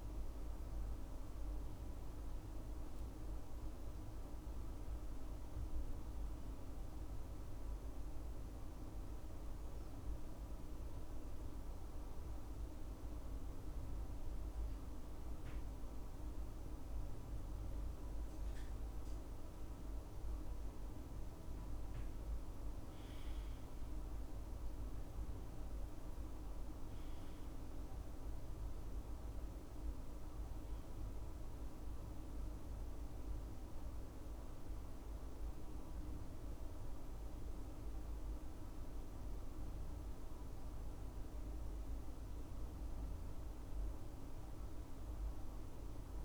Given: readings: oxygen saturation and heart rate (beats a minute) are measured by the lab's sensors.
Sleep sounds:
breathing in sleep, hard to hear, by a room microphone; 1
7.50-18.50 s: hypopnea (oxygen 97% before, 95% lowest, heart rate 68 before, 63 extreme, up 7 after)
21.00-24.50 s: arousal
From the record:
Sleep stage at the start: N2 (light sleep); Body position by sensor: on the back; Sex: male

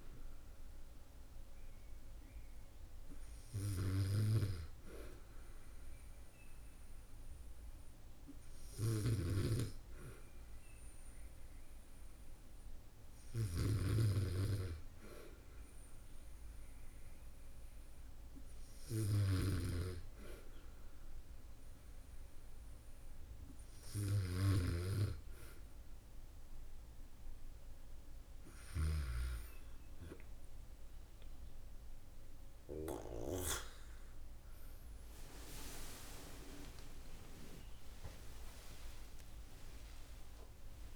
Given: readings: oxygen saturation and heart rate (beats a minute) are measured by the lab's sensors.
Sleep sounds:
breathing in sleep by a room microphone; none
32.50-40.96 s: new sleep stage, awake
From the record:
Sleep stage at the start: N2 (light sleep); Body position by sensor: on the back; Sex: female

